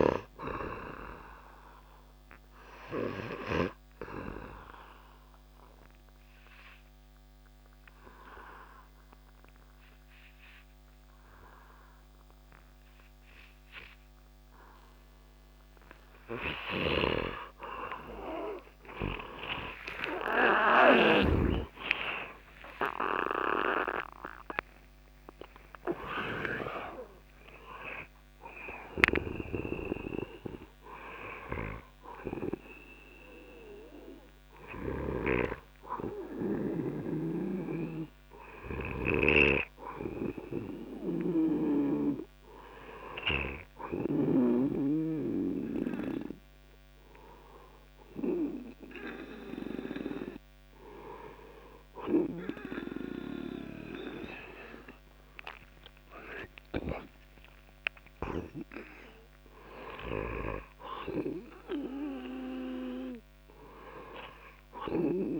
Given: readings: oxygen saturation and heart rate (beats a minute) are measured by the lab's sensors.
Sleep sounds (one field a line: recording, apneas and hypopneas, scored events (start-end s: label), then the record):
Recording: breathing in sleep by a microphone on the trachea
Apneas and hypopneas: 1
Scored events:
3.00-15.00 s: obstructive apnea (oxygen 99% before, 95% lowest)
19.00-25.50 s: arousal
28.00-34.50 s: snoring (device-marked)
36.50-44.00 s: snoring (device-marked)
53.50-58.50 s: arousal
From the record:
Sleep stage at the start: N2 (light sleep)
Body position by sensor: on the back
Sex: male